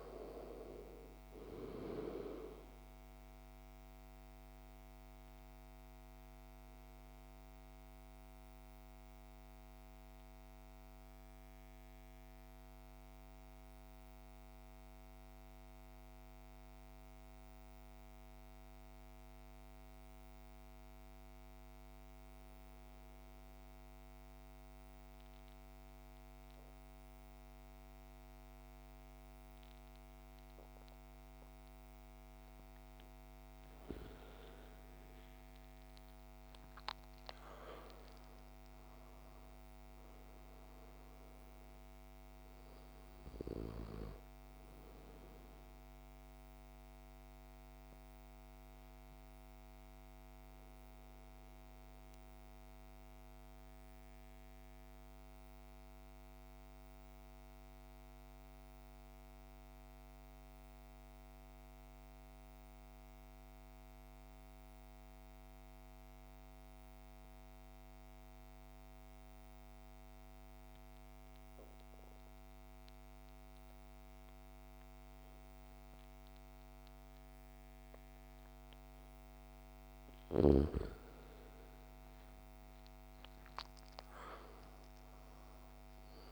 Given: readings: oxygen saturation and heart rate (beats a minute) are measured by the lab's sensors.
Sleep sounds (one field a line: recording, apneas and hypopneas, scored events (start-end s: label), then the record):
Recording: breathing in sleep by a microphone on the trachea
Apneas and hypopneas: 2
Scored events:
0.00-22.00 s: oxygen desaturation (device-marked, oxygen 88% lowest, heart rate 50 extreme)
3.00-31.50 s: obstructive apnea (oxygen 99% before, 80% lowest, heart rate 55 before, 50 extreme, up 16 after)
31.00-49.00 s: oxygen desaturation (device-marked, oxygen 99% before, 82% lowest, heart rate 53 before, 51 extreme)
34.00-37.00 s: arousal
47.00-79.50 s: mixed apnea (oxygen 99% before, 78% lowest, heart rate 63 before, 51 extreme, up 18 after)
53.00-65.00 s: oxygen desaturation (device-marked, oxygen 100% before, 80% lowest, heart rate 63 before, 51 extreme)
71.00-86.32 s: oxygen desaturation (device-marked, oxygen 99% before, 78% lowest, heart rate 53 before, 53 extreme)
81.50-85.50 s: arousal
From the record:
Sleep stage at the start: N2 (light sleep)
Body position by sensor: on the back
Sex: male